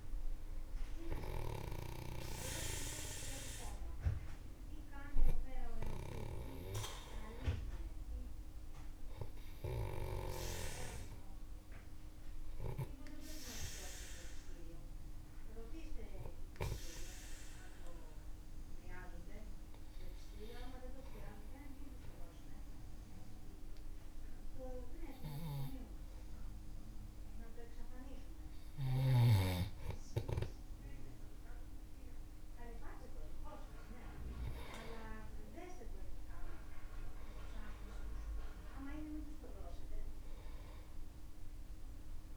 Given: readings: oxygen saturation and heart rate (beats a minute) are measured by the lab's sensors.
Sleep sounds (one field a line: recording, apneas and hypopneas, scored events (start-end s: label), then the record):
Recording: breathing in sleep by a room microphone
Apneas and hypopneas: 1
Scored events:
15.50-27.50 s: oxygen desaturation (device-marked, oxygen 95% before, 91% lowest, heart rate 56 before, 50 extreme)
16.50-30.00 s: obstructive apnea (oxygen 97% before, 91% lowest, heart rate 56 before, 50 extreme, up 12 after)
34.50-38.50 s: arousal
From the record:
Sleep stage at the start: N2 (light sleep)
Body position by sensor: on the back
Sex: male